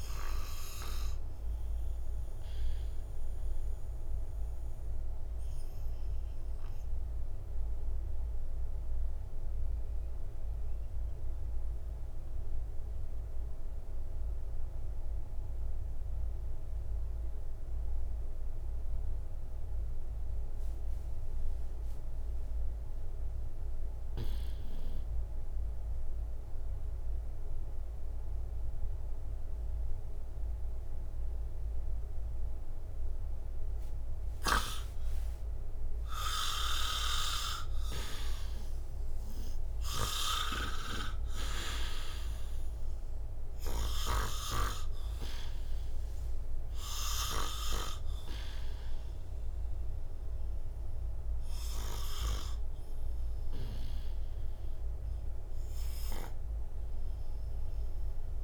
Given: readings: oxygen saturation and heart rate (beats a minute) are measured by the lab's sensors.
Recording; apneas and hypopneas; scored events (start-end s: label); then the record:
breathing in sleep by a room microphone; 1
0.00-19.50 s: oxygen desaturation (device-marked, oxygen 79% lowest, heart rate 57 extreme)
3.00-32.00 s: obstructive apnea (oxygen 97% before, 79% lowest, heart rate 69 before, 57 extreme, up 14 after)
34.50-39.00 s: arousal
34.50-58.43 s: oxygen desaturation (device-marked, oxygen 98% before, 82% lowest, heart rate 64 before, 57 extreme)
From the record:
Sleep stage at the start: N2 (light sleep); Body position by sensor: on the right side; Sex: male